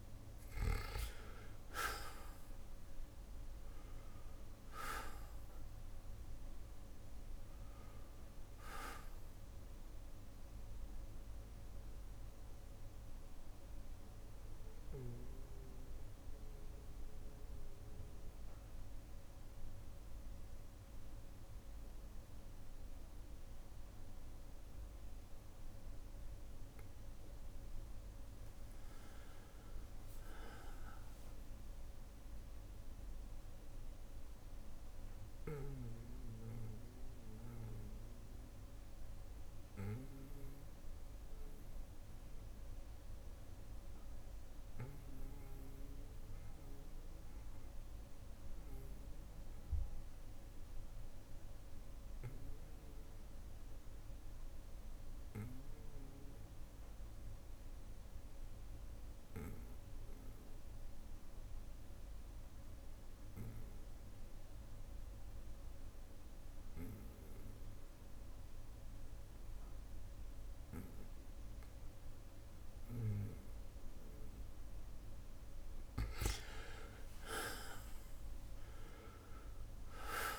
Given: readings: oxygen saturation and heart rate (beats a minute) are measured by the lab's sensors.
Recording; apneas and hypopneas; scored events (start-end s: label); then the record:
breathing in sleep by a room microphone; 2
0.00-25.00 s: oxygen desaturation (device-marked, oxygen 85% lowest, heart rate 58 extreme)
11.00-24.50 s: obstructive apnea (oxygen 95% before, 85% lowest, heart rate 61 before, 58 extreme, up 3 after)
27.00-31.00 s: arousal
35.50-73.50 s: obstructive apnea (oxygen 98% before, 89% lowest, heart rate 63 before, 58 extreme, up 3 after)
43.00-65.00 s: bradycardia (device-marked, heart rate 59 before, 58 extreme)
77.00-80.39 s: arousal
From the record:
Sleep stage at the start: REM sleep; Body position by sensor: on the back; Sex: male